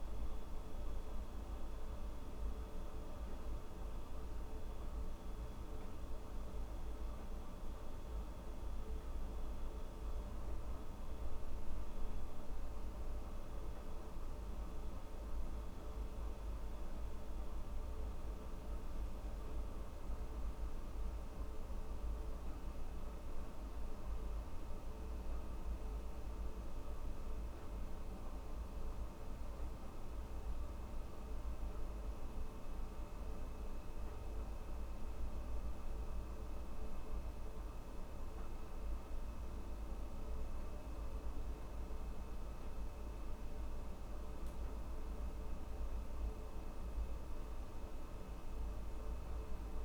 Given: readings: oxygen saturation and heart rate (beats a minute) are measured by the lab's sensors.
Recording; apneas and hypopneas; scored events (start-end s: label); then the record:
breathing in sleep, hard to hear, by a room microphone; none
none scored
From the record:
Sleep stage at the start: N2 (light sleep); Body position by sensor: on the back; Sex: female